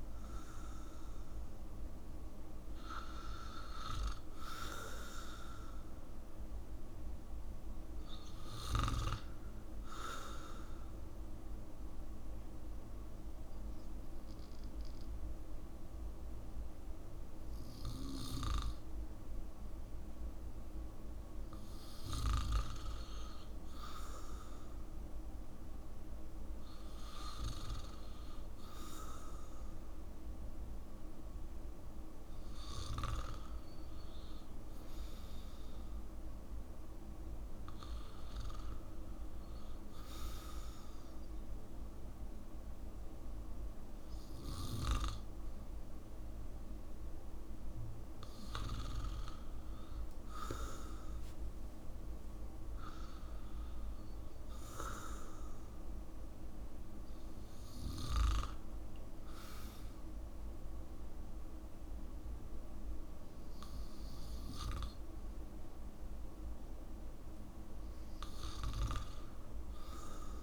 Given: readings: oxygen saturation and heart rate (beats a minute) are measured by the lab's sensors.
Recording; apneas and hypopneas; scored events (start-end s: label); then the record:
breathing in sleep by a room microphone; 1
0.00-3.00 s: arousal
10.50-22.00 s: hypopnea (oxygen 94% before, 92% lowest, heart rate 73 before, 67 extreme)
24.50-28.00 s: arousal
55.00-70.43 s: new sleep stage, REM sleep
67.00-70.00 s: arousal
From the record:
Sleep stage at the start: N2 (light sleep); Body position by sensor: on the back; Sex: male